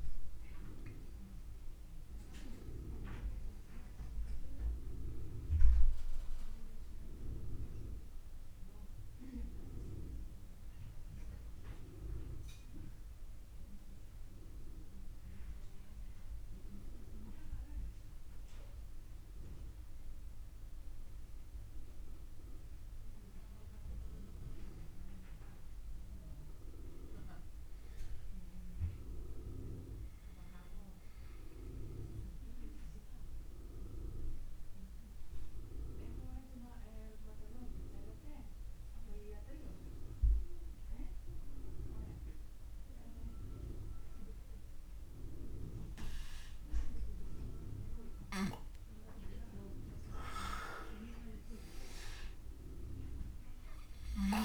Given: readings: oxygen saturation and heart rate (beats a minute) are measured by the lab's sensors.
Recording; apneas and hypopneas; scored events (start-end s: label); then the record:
breathing in sleep by a room microphone; 1
0.00-22.00 s: oxygen desaturation (device-marked, oxygen 91% lowest)
21.50-25.50 s: arousal
30.50-50.00 s: obstructive apnea (oxygen 99% before, 92% lowest, heart rate 43 before, 36 extreme, up 22 after)
50.00-54.45 s: oxygen desaturation (device-marked, oxygen 98% before, 92% lowest, heart rate 44 before, 28 extreme)
50.50-54.00 s: arousal
From the record:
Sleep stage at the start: N2 (light sleep); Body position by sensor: on the back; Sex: male